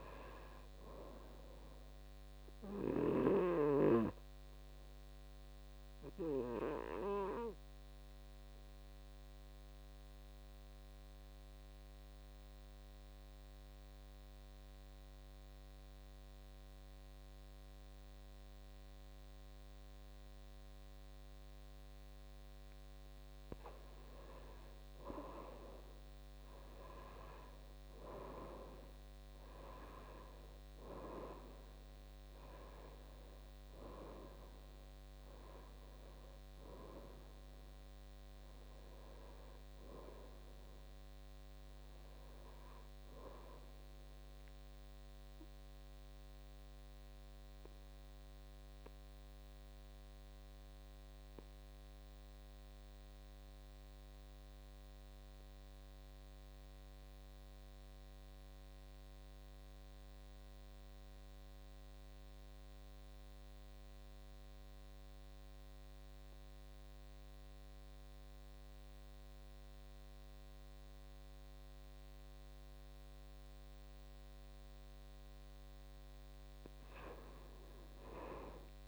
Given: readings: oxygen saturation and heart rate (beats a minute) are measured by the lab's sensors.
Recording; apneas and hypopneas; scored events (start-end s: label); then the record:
breathing in sleep by a microphone on the trachea; 2
0.00-19.00 s: oxygen desaturation (device-marked, oxygen 79% lowest, heart rate 52 extreme)
5.50-23.50 s: obstructive apnea (oxygen 98% before, 79% lowest, heart rate 66 before, 52 extreme, up 13 after)
25.00-28.00 s: arousal
34.00-51.00 s: oxygen desaturation (device-marked, oxygen 98% before, 89% lowest, heart rate 58 before, 51 extreme)
44.50-74.50 s: obstructive apnea (oxygen 99% before, 81% lowest, heart rate 63 before, 51 extreme, up 12 after)
72.00-78.88 s: oxygen desaturation (device-marked, oxygen 98% before, 81% lowest, heart rate 54 before, 54 extreme)
77.00-78.88 s: arousal
From the record:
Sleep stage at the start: N2 (light sleep); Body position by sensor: on the back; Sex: male